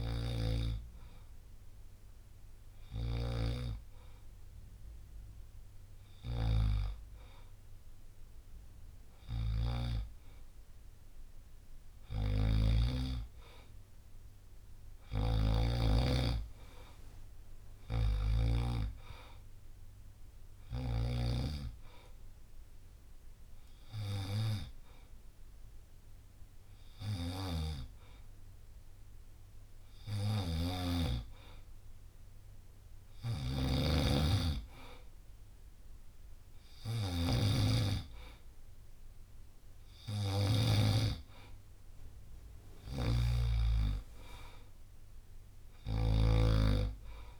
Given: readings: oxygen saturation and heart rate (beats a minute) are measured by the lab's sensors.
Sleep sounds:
breathing in sleep by a room microphone; none
0.00-3.00 s: snoring (device-marked)
0.00-4.00 s: oxygen desaturation (device-marked, oxygen 93% lowest, heart rate 61 extreme)
14.50-18.50 s: snoring (device-marked)
20.50-40.50 s: snoring (device-marked)
42.50-47.39 s: snoring (device-marked)
From the record:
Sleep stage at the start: N2 (light sleep); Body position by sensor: on the back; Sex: male

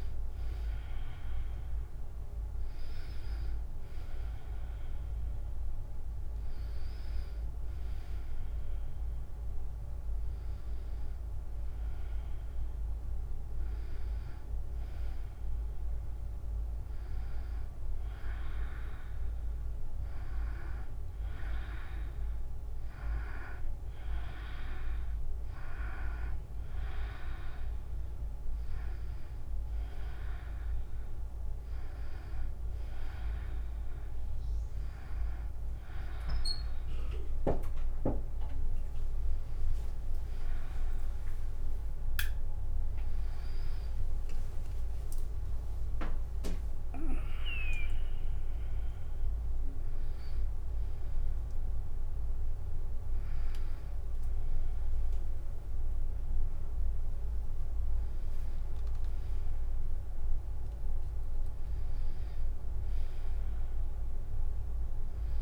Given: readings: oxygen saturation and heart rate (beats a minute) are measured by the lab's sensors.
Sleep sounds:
a person partly awake in a sleep study, by a room microphone; 1
0.00-4.00 s: tachycardia (device-marked, heart rate 120 extreme)
0.00-10.00 s: drop in pulse transit time (device-marked, heart rate 96 extreme)
8.00-65.42 s: new sleep stage, N2 (light sleep)
39.50-44.00 s: arousal
46.00-59.00 s: obstructive apnea (oxygen 97% before, 94% lowest, heart rate 82 before, 76 extreme, up 33 after)
61.50-65.42 s: arousal
63.00-65.42 s: tachycardia (device-marked, heart rate 81 before, 109 extreme)
From the record:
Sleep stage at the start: awake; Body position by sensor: on the back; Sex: female

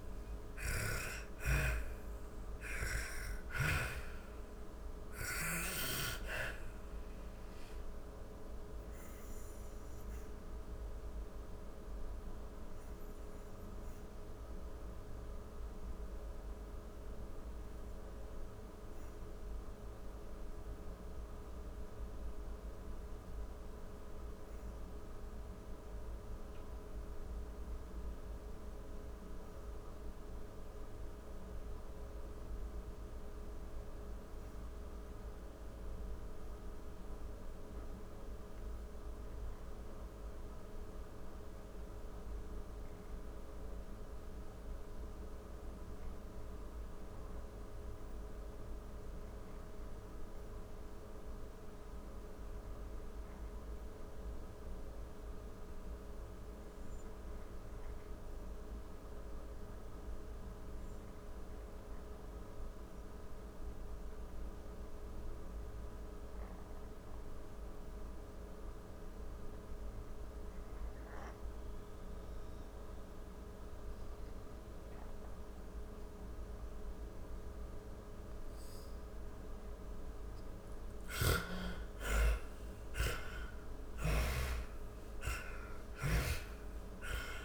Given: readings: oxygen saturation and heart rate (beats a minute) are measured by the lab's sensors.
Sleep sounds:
breathing in sleep by a room microphone; 1
0.00-2.50 s: arousal
0.00-24.00 s: oxygen desaturation (device-marked, oxygen 78% lowest, heart rate 45 extreme)
4.50-76.50 s: obstructive apnea (oxygen 99% before, 63% lowest, heart rate 67 before, 35 extreme, up 13 after)
24.00-87.44 s: new sleep stage, REM sleep
41.00-87.44 s: oxygen desaturation (device-marked, oxygen 98% before, 63% lowest, heart rate 53 before, 35 extreme)
79.50-84.00 s: arousal
82.00-86.50 s: snoring (device-marked)
From the record:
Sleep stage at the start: N2 (light sleep); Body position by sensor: on the back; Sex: female

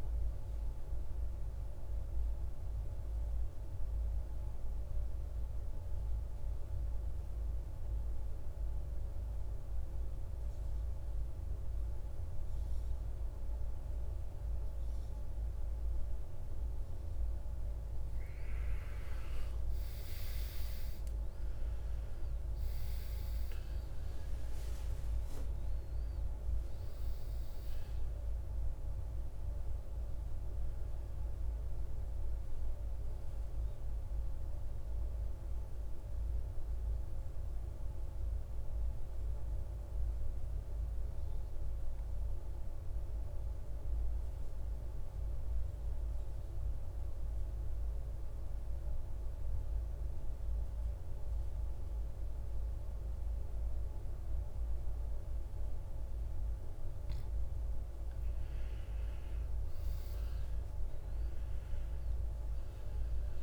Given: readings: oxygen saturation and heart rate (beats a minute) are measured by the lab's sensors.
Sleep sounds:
breathing in sleep, hard to hear, by a room microphone; 2
0.00-11.50 s: oxygen desaturation (device-marked, oxygen 92% lowest, heart rate 57 extreme)
3.00-17.50 s: obstructive apnea (oxygen 99% before, 86% lowest, heart rate 59 before, 53 extreme, up 16 after)
20.00-24.50 s: arousal
23.50-44.50 s: oxygen desaturation (device-marked, oxygen 96% before, 86% lowest, heart rate 62 before, 53 extreme)
36.00-56.50 s: mixed apnea (oxygen 96% before, 87% lowest, heart rate 66 before, 53 extreme, up 10 after)
58.50-63.43 s: oxygen desaturation (device-marked, oxygen 99% before, 87% lowest, heart rate 57 before, 52 extreme)
59.00-63.00 s: arousal
From the record:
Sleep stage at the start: N2 (light sleep); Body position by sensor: on the back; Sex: male

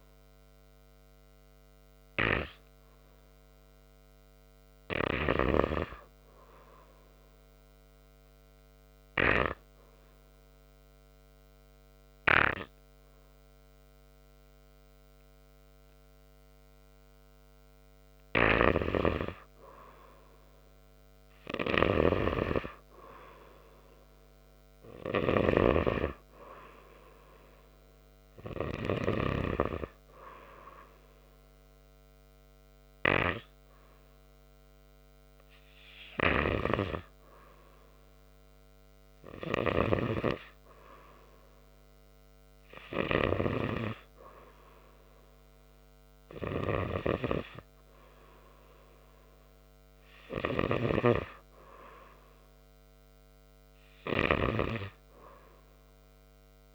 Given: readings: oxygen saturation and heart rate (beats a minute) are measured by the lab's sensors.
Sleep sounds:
breathing in sleep by a microphone on the trachea; 1
10.00-20.00 s: obstructive apnea (oxygen 98% before, 96% lowest, heart rate 81 before, 76 extreme, up 3 after)
22.50-26.00 s: arousal
From the record:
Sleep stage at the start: N2 (light sleep); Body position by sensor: on the right side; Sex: male

